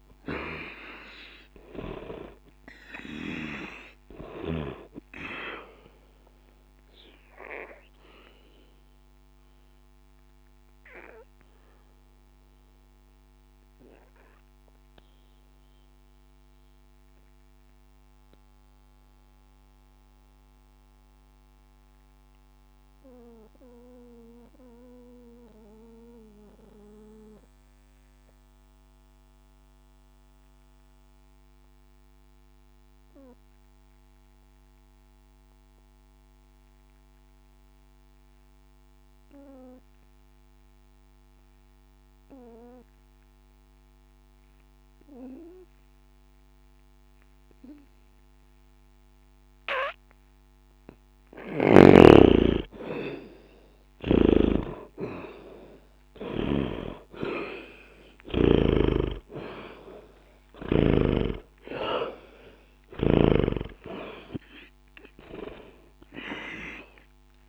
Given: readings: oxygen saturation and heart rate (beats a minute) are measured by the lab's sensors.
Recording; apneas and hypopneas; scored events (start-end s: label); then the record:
breathing in sleep by a microphone on the trachea; 1
0.00-29.50 s: oxygen desaturation (device-marked, oxygen 73% lowest, heart rate 60 extreme)
8.00-50.00 s: obstructive apnea (oxygen 95% before, 73% lowest, heart rate 60 before, 60 extreme, up 0 after)
43.50-67.49 s: oxygen desaturation (device-marked, oxygen 99% before, 74% lowest, heart rate 60 before, 60 extreme)
52.50-56.50 s: arousal
54.00-59.00 s: snoring (device-marked)
From the record:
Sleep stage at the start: N2 (light sleep); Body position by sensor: on the back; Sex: male